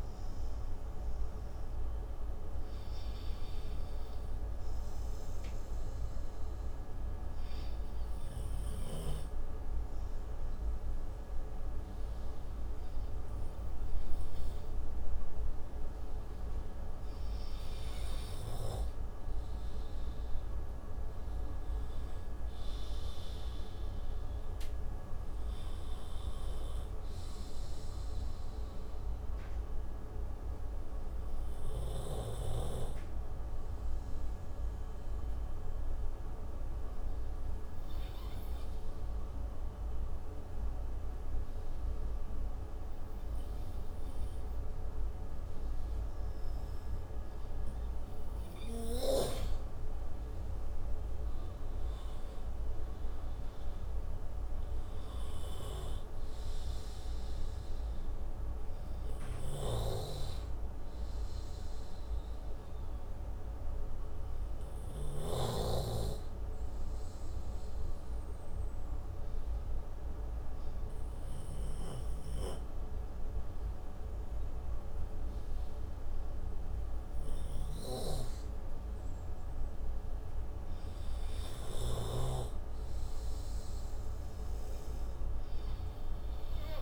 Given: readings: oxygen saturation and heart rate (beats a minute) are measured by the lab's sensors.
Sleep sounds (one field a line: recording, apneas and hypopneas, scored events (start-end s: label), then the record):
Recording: breathing in sleep, hard to hear, by a room microphone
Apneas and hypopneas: 3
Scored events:
0.00-8.00 s: oxygen desaturation (device-marked, oxygen 91% lowest, heart rate 49 extreme)
6.00-16.50 s: obstructive apnea (oxygen 97% before, 88% lowest, heart rate 50 before, 53 extreme, up 30 after)
17.00-19.50 s: arousal
24.50-48.00 s: obstructive apnea (oxygen 95% before, 88% lowest, heart rate 69 before, 58 extreme, up 26 after)
29.00-44.00 s: oxygen desaturation (device-marked, oxygen 96% before, 91% lowest, heart rate 67 before, 60 extreme)
51.50-56.00 s: arousal
57.00-77.00 s: oxygen desaturation (device-marked, oxygen 95% before, 88% lowest, heart rate 69 before, 58 extreme)
62.50-78.00 s: obstructive apnea (oxygen 96% before, 88% lowest, heart rate 73 before, 58 extreme, up 16 after)
79.00-83.00 s: arousal
From the record:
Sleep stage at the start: N2 (light sleep)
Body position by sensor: on the right side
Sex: male